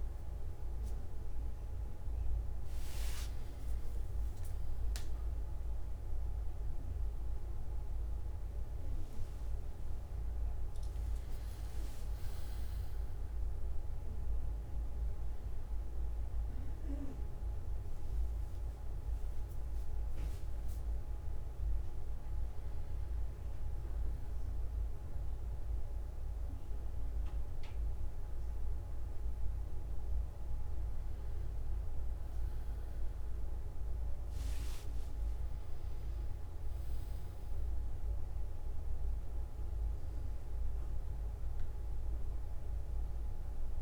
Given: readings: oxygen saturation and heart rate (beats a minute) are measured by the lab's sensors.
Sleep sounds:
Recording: a person partly awake in a sleep study, hard to hear, by a room microphone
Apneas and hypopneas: none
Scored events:
20.00-43.82 s: new sleep stage, N1 (lightest sleep)
From the record:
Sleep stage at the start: awake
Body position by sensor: on the back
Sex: male

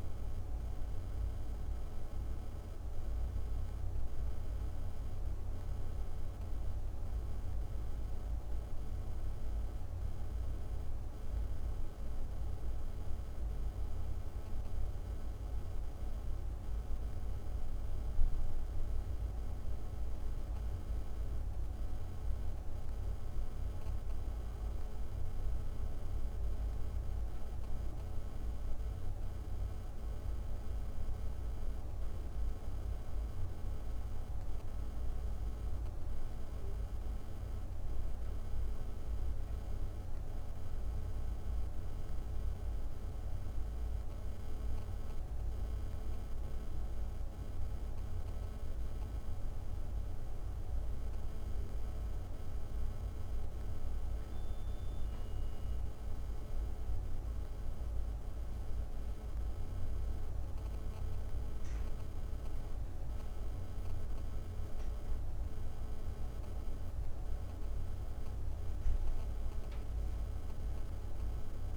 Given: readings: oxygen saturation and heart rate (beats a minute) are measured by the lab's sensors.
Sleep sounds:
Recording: breathing in sleep, hard to hear, by a room microphone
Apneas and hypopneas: none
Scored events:
none scored
From the record:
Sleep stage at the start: N1 (lightest sleep)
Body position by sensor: on the right side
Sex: female

